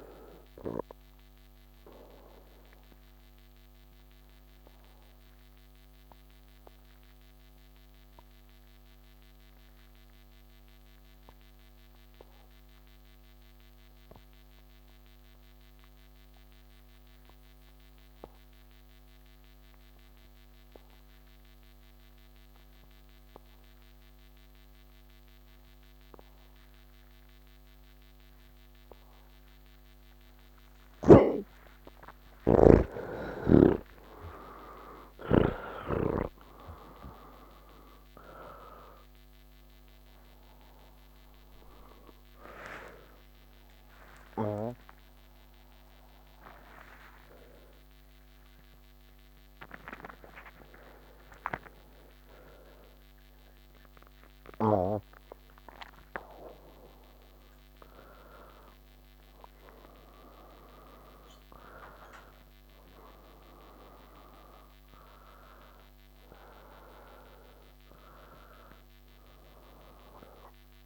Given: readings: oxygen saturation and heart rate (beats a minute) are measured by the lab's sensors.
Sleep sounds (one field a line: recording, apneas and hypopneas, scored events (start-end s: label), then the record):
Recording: breathing in sleep by a microphone on the trachea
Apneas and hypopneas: 1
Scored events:
0.00-15.50 s: oxygen desaturation (device-marked, oxygen 79% lowest, heart rate 30 extreme)
3.00-30.00 s: obstructive apnea (oxygen 99% before, 77% lowest, heart rate 81 before, 30 extreme, up 23 after)
26.50-58.50 s: oxygen desaturation (device-marked, oxygen 99% before, 77% lowest, heart rate 91 before, 81 extreme)
From the record:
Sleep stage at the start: N1 (lightest sleep)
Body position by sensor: on the back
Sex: male